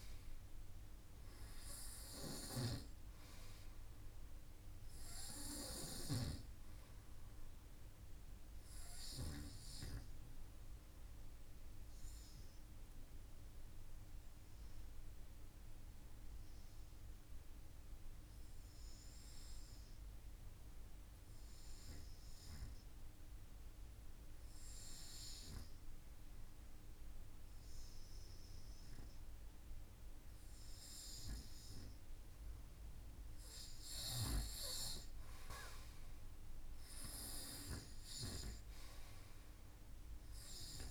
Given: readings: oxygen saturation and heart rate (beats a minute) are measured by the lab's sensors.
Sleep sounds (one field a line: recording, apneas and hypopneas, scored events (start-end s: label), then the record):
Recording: breathing in sleep by a room microphone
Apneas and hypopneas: 1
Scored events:
9.50-31.00 s: obstructive apnea (oxygen 97% before, 91% lowest, heart rate 55 before, 49 extreme, up 2 after)
33.50-38.50 s: arousal
39.50-40.91 s: oxygen desaturation (device-marked, oxygen 96% before, 91% lowest, heart rate 50 before, 50 extreme)
From the record:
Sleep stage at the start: REM sleep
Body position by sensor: on the front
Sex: male